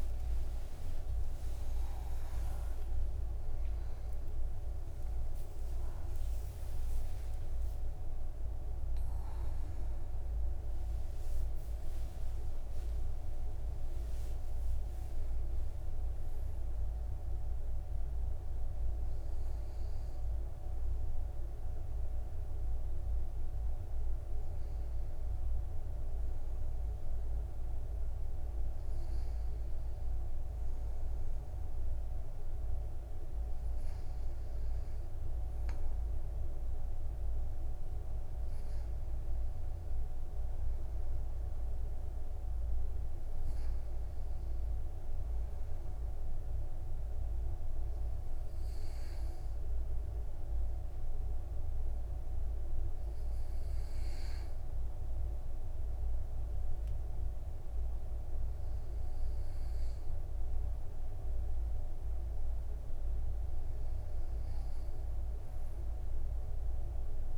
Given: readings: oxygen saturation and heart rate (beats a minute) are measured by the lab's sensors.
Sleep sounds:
a person partly awake in a sleep study, hard to hear, by a room microphone; none
9.50-67.38 s: new sleep stage, N2 (light sleep)
From the record:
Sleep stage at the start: awake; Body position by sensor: on the right side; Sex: male

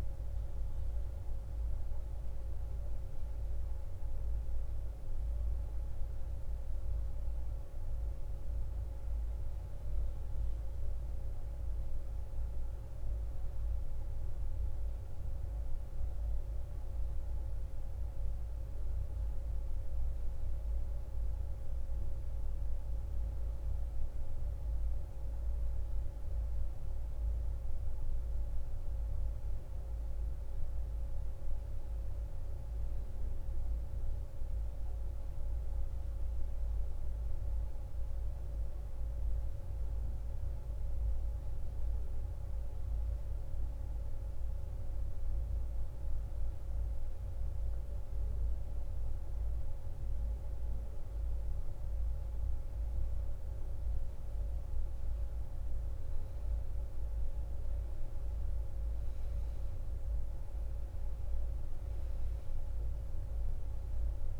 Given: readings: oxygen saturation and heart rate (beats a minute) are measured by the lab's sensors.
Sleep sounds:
breathing in sleep, hard to hear, by a room microphone; 1
32.50-64.40 s: new sleep stage, N2 (light sleep)
34.50-38.00 s: arousal
45.00-55.50 s: obstructive apnea (oxygen 94% before, 89% lowest)
60.50-64.40 s: oxygen desaturation (device-marked, oxygen 93% before, 89% lowest)
62.50-64.40 s: arousal
From the record:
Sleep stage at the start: N1 (lightest sleep); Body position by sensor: on the back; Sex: female

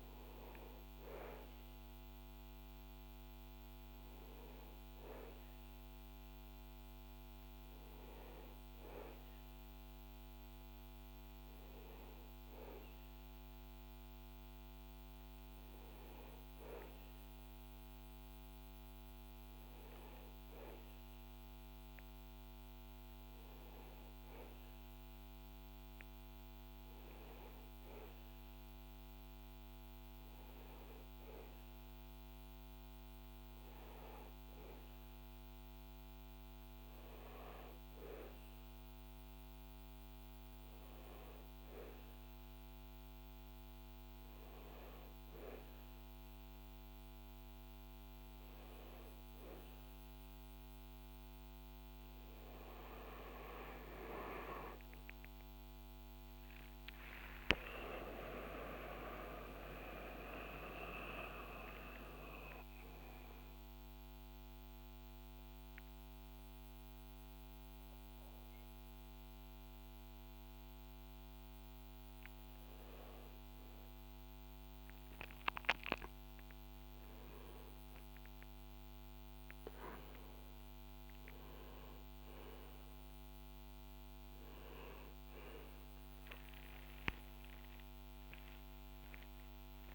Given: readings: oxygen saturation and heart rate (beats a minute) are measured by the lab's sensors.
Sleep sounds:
a person partly awake in a sleep study, by a microphone on the trachea; none
20.50-89.95 s: new sleep stage, N1 (lightest sleep)
86.50-89.95 s: arousal
From the record:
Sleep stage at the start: awake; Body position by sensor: on the back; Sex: male

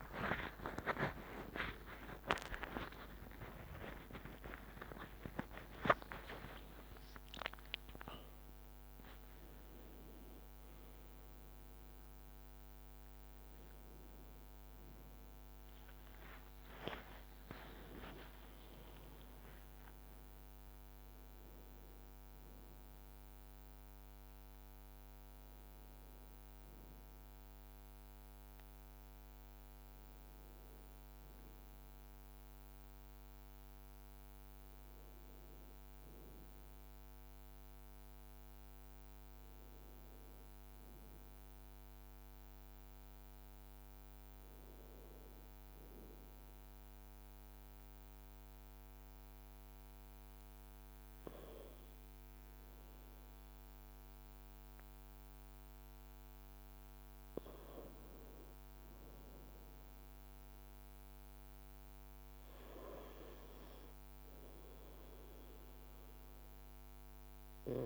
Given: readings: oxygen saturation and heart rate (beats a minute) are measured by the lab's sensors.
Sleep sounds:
a person partly awake in a sleep study, by a microphone on the trachea; 1
1.50-11.50 s: leg movement (device-marked)
5.50-7.50 s: long interval between heartbeats (device-marked, heart rate 55 before, 69 extreme)
13.50-20.50 s: leg movement (device-marked)
16.00-46.00 s: new sleep stage, N1 (lightest sleep)
18.00-20.00 s: long interval between heartbeats (device-marked, heart rate 65 before, 79 extreme)
21.00-24.00 s: oxygen desaturation (device-marked, oxygen 96% before, 92% lowest, heart rate 70 before, 55 extreme)
21.50-26.50 s: leg movement (device-marked)
29.00-37.00 s: leg movement (device-marked)
44.00-52.00 s: leg movement (device-marked)
45.50-57.50 s: mixed apnea (oxygen 99% before, 94% lowest, heart rate 57 before, 53 extreme, up 1 after)
46.00-67.86 s: new sleep stage, N2 (light sleep)
60.50-63.50 s: arousal
From the record:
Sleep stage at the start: awake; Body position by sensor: on the right side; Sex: male

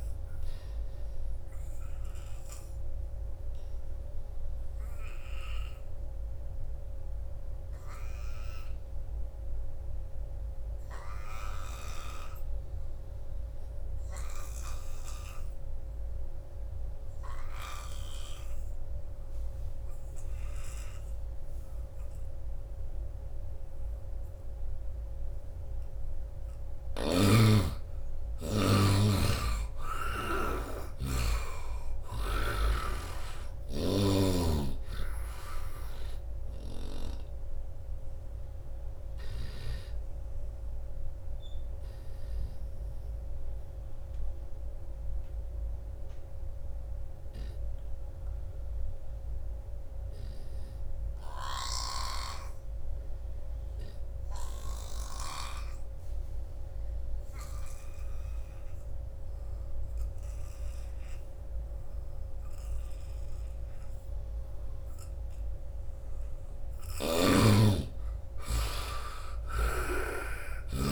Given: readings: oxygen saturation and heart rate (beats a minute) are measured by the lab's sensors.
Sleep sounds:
breathing in sleep by a room microphone; 2
0.00-17.00 s: oxygen desaturation (device-marked, oxygen 75% lowest, heart rate 75 extreme)
0.50-25.00 s: obstructive apnea (oxygen 97% before, 72% lowest, heart rate 80 before, 75 extreme, up 5 after)
11.50-18.00 s: snoring (device-marked)
22.00-50.00 s: oxygen desaturation (device-marked, oxygen 96% before, 75% lowest, heart rate 83 before, 72 extreme)
27.50-31.00 s: arousal
29.00-32.50 s: snoring (device-marked)
37.00-64.00 s: obstructive apnea (oxygen 96% before, 72% lowest, heart rate 80 before, 72 extreme, up 0 after)
51.00-55.00 s: snoring (device-marked)
55.00-70.92 s: oxygen desaturation (device-marked, oxygen 97% before, 72% lowest, heart rate 88 before, 72 extreme)
65.50-70.00 s: arousal
From the record:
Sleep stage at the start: N2 (light sleep); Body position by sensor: on the right side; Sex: male

